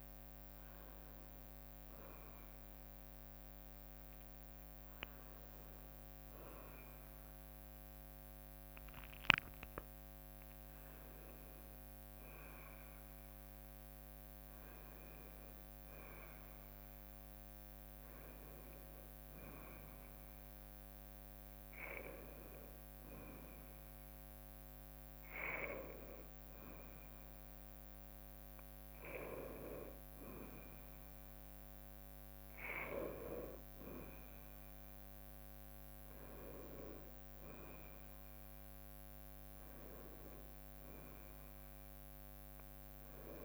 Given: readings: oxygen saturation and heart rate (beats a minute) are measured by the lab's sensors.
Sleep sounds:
a person partly awake in a sleep study, by a microphone on the trachea; none
16.00-43.45 s: new sleep stage, N1 (lightest sleep)
From the record:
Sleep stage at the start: awake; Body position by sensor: on the right side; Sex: female

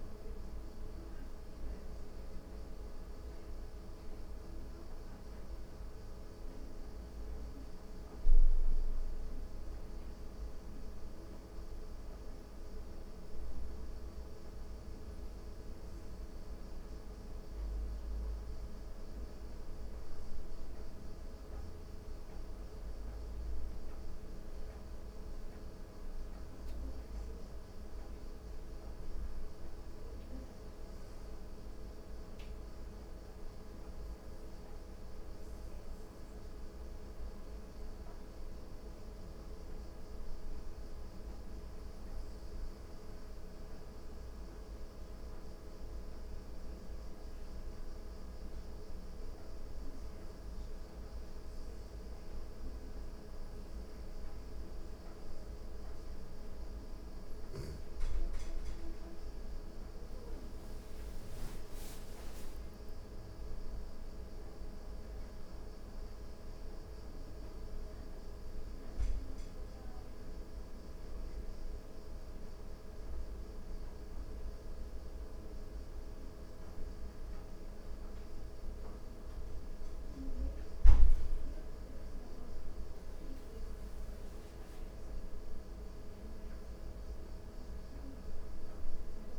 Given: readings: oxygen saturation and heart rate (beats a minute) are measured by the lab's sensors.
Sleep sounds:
breathing in sleep, hard to hear, by a room microphone; 3
0.00-1.50 s: oxygen desaturation (device-marked, oxygen 90% lowest, heart rate 77 extreme)
5.50-17.50 s: obstructive apnea (oxygen 95% before, 89% lowest, heart rate 79 before, 77 extreme, up 0 after)
19.50-23.00 s: arousal
22.50-39.50 s: oxygen desaturation (device-marked, oxygen 95% before, 89% lowest, heart rate 79 before, 78 extreme)
42.00-45.50 s: arousal
47.50-58.50 s: obstructive apnea (oxygen 95% before, 90% lowest, heart rate 80 before, 78 extreme, up 1 after)
60.00-63.50 s: arousal
64.50-78.50 s: oxygen desaturation (device-marked, oxygen 93% before, 90% lowest, heart rate 79 before, 77 extreme)
68.50-79.00 s: hypopnea (oxygen 94% before, 90% lowest, heart rate 79 before, 77 extreme, up 0 after)
83.50-86.50 s: arousal
From the record:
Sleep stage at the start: N2 (light sleep); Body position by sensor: on the back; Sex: female

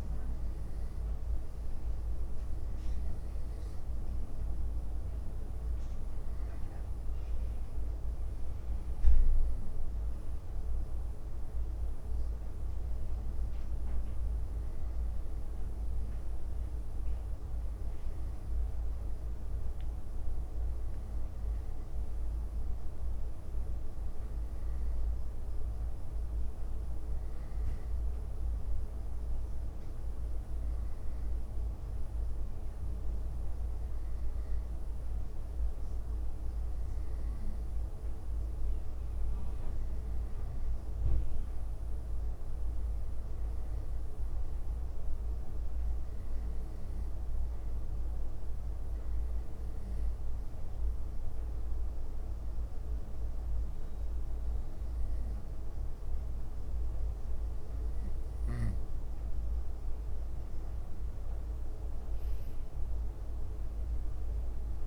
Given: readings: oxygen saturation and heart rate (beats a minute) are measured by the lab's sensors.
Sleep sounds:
breathing in sleep, hard to hear, by a room microphone; 1
0.00-1.50 s: leg movement (device-marked)
30.00-32.00 s: leg movement (device-marked)
33.00-35.50 s: leg movement (device-marked)
36.50-38.50 s: leg movement (device-marked)
42.50-50.50 s: leg movement (device-marked)
50.50-60.50 s: hypopnea (oxygen 94% before, 92% lowest, heart rate 72 before, 63 extreme, up 6 after)
54.50-56.50 s: leg movement (device-marked)
57.50-60.00 s: leg movement (device-marked)
60.00-61.50 s: leg movement (device-marked)
62.00-64.87 s: arousal
From the record:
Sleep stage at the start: N2 (light sleep); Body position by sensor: on the right side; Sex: female

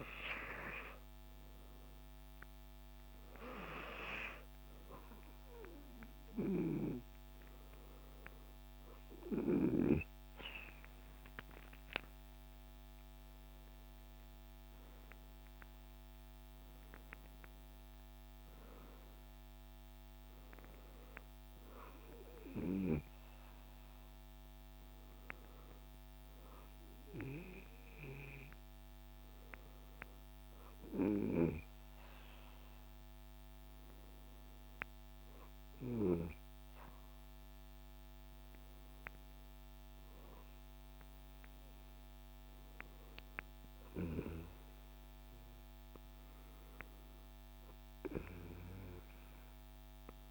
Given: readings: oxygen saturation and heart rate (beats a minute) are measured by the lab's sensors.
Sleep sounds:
a person awake in a sleep study, by a microphone on the trachea; none
39.00-50.31 s: new sleep stage, N2 (light sleep)
From the record:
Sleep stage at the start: awake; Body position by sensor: on the back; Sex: male

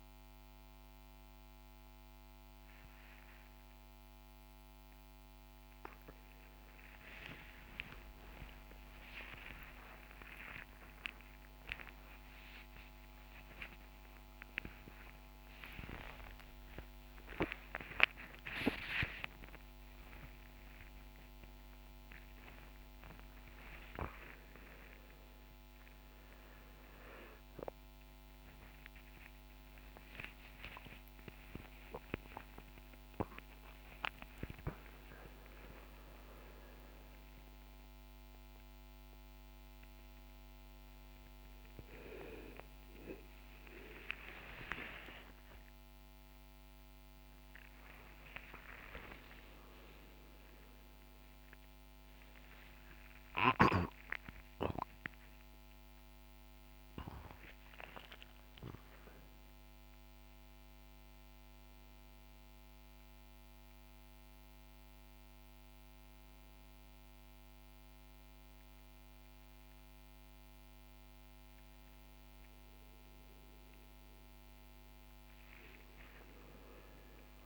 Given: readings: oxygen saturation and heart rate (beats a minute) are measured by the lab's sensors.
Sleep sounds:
a person awake in a sleep study, by a microphone on the trachea; none
12.00-77.46 s: new sleep stage, awake
From the record:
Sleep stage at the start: N1 (lightest sleep); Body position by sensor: on the right side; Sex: male

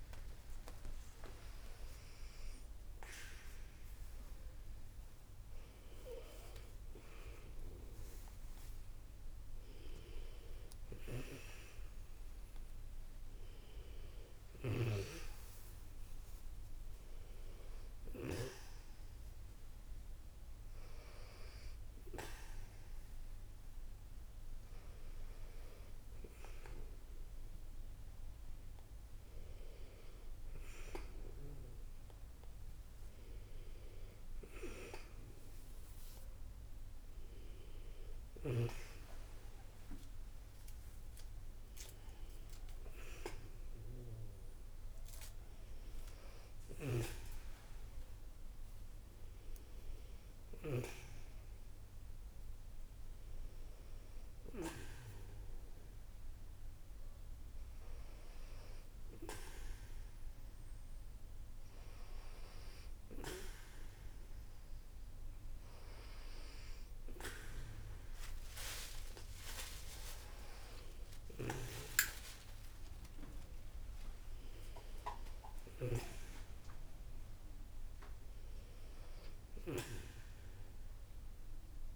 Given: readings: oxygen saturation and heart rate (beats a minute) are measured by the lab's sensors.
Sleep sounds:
a person awake in a sleep study, by a room microphone; none
46.50-50.50 s: snoring (device-marked)
73.50-81.96 s: new sleep stage, N1 (lightest sleep)
From the record:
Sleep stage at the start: awake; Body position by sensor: on the back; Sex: female

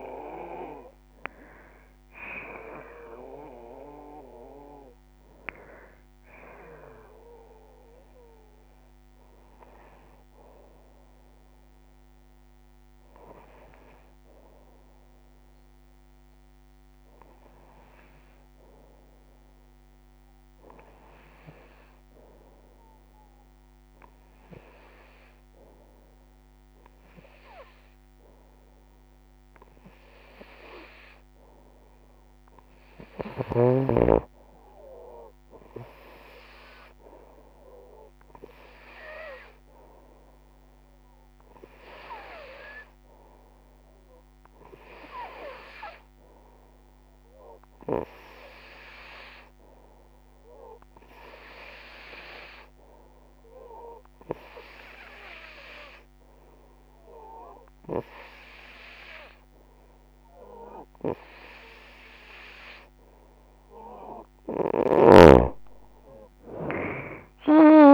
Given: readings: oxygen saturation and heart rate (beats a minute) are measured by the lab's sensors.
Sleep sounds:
breathing in sleep by a microphone on the trachea; 2
0.00-7.00 s: drop in pulse transit time (device-marked, heart rate 65 extreme)
0.00-16.00 s: oxygen desaturation (device-marked, oxygen 82% lowest, heart rate 65 extreme)
9.50-26.00 s: hypopnea (oxygen 91% before, 82% lowest, heart rate 80 before, 73 extreme, up 7 after)
28.00-32.00 s: arousal
30.00-51.00 s: oxygen desaturation (device-marked, oxygen 96% before, 86% lowest, heart rate 76 before, 60 extreme)
43.00-62.50 s: hypopnea (oxygen 96% before, 83% lowest, heart rate 82 before, 60 extreme, up 2 after)
57.00-67.94 s: oxygen desaturation (device-marked, oxygen 88% before, 83% lowest, heart rate 82 before, 60 extreme)
64.50-67.94 s: arousal
66.00-67.94 s: long interval between heartbeats (device-marked, heart rate 81 before, 82 extreme)
From the record:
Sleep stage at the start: N2 (light sleep); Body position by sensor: on the right side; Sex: female

